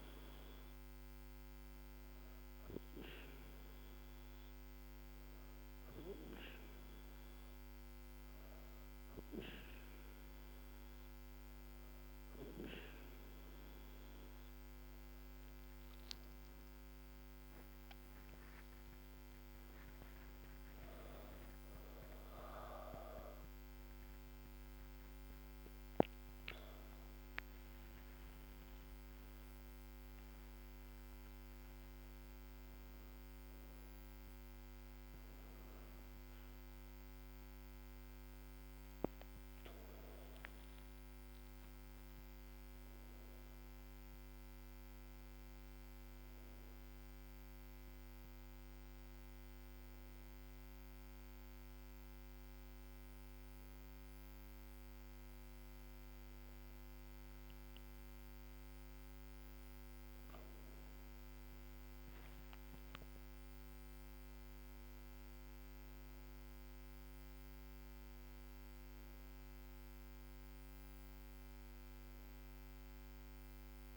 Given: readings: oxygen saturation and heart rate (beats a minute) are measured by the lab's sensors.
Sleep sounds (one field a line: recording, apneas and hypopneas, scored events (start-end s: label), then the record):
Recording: a person awake in a sleep study, hard to hear, by a microphone on the trachea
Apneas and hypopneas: none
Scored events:
7.00-73.97 s: new sleep stage, awake
From the record:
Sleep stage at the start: N2 (light sleep)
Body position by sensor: on the back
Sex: female